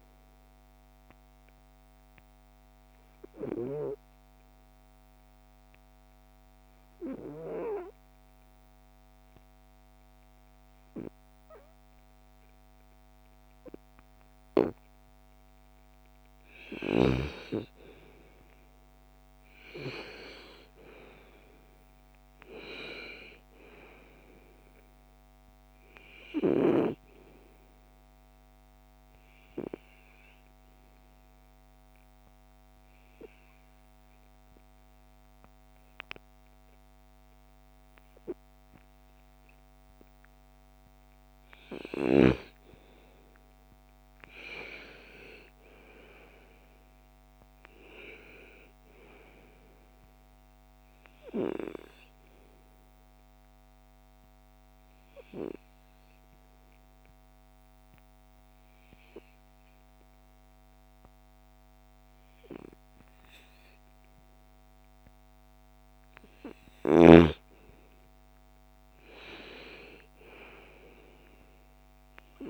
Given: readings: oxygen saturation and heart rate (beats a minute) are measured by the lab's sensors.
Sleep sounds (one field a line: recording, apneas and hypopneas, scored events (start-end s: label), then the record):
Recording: breathing in sleep by a microphone on the trachea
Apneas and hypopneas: 3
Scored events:
0.00-7.50 s: oxygen desaturation (device-marked, oxygen 92% lowest, heart rate 57 extreme)
0.50-15.00 s: obstructive apnea (oxygen 98% before, 91% lowest, heart rate 60 before, 47 extreme, up 9 after)
17.00-20.50 s: arousal
19.50-36.50 s: oxygen desaturation (device-marked, oxygen 98% before, 91% lowest, heart rate 59 before, 47 extreme)
27.00-40.50 s: obstructive apnea (oxygen 98% before, 91% lowest, heart rate 62 before, 47 extreme, up 19 after)
42.00-45.00 s: arousal
46.50-61.50 s: oxygen desaturation (device-marked, oxygen 97% before, 92% lowest, heart rate 57 before, 57 extreme)
52.50-65.00 s: obstructive apnea (oxygen 97% before, 87% lowest, heart rate 57 before, 57 extreme, up 7 after)
67.50-71.50 s: arousal
70.50-72.50 s: oxygen desaturation (device-marked, oxygen 97% before, 92% lowest, heart rate 61 before, 46 extreme)
From the record:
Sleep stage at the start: N2 (light sleep)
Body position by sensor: on the right side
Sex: female